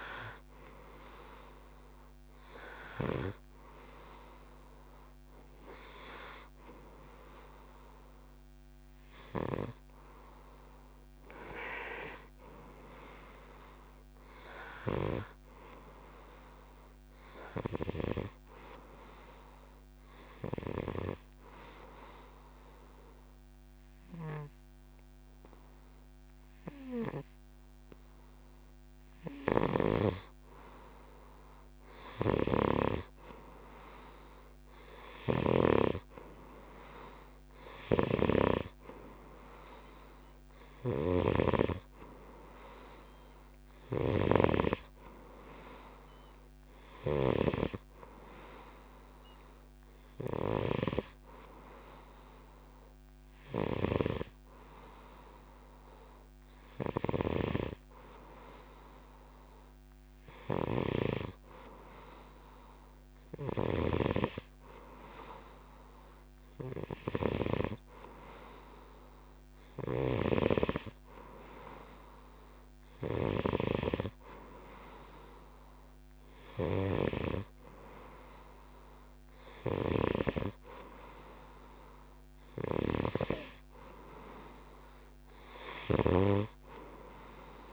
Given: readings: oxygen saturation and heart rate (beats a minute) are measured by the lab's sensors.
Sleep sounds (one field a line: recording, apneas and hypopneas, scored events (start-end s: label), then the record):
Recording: breathing in sleep by a microphone on the trachea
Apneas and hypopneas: 1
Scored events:
14.00-29.00 s: obstructive apnea (oxygen 95% before, 91% lowest, heart rate 66 before, 63 extreme, up 3 after)
29.50-51.00 s: snoring (device-marked)
32.00-36.50 s: arousal
63.50-70.50 s: snoring (device-marked)
From the record:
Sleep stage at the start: N2 (light sleep)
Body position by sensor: on the right side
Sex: male